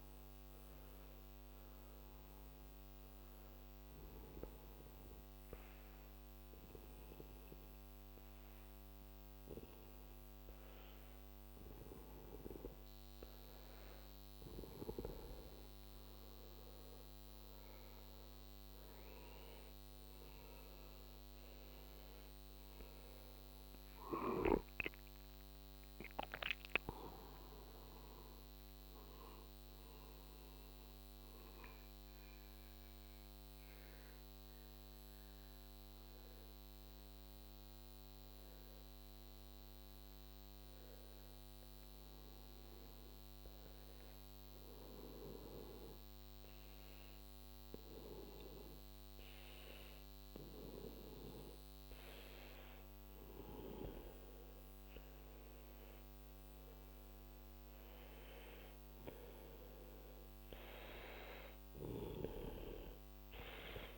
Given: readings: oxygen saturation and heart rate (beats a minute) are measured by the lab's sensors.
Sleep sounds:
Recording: breathing in sleep by a microphone on the trachea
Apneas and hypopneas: 2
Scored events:
5.00-18.50 s: obstructive apnea (oxygen 95% before, 91% lowest, heart rate 55 before, 51 extreme, up 11 after)
20.00-25.00 s: arousal
20.00-35.00 s: oxygen desaturation (device-marked, oxygen 94% before, 91% lowest, heart rate 54 before, 52 extreme)
35.50-53.50 s: hypopnea (oxygen 94% before, 91% lowest, heart rate 59 before, 50 extreme, up 7 after)
56.00-60.50 s: arousal
59.00-63.98 s: oxygen desaturation (device-marked, oxygen 95% before, 91% lowest, heart rate 54 before, 50 extreme)
From the record:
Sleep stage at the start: N2 (light sleep)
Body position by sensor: on the back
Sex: male

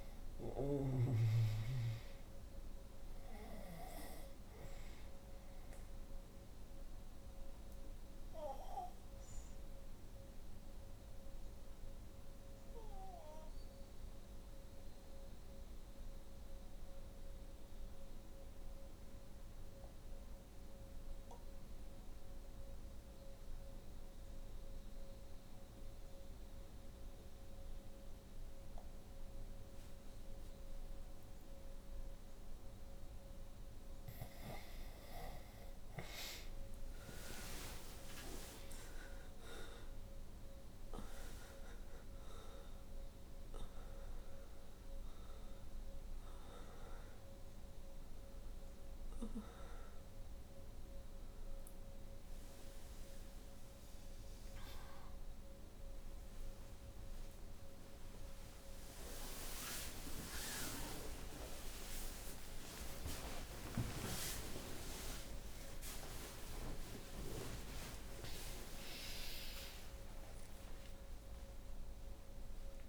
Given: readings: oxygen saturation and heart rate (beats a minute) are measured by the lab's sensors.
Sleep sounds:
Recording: a person awake in a sleep study, by a room microphone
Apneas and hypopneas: 1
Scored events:
0.00-25.00 s: oxygen desaturation (device-marked, oxygen 81% lowest, heart rate 51 extreme)
6.50-32.00 s: obstructive apnea (oxygen 96% before, 77% lowest, heart rate 81 before, 54 extreme, up 19 after)
33.00-72.89 s: oxygen desaturation (device-marked, oxygen 97% before, 77% lowest, heart rate 58 before, 63 extreme)
36.00-72.89 s: new sleep stage, awake
From the record:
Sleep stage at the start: N2 (light sleep)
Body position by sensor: on the back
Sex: female

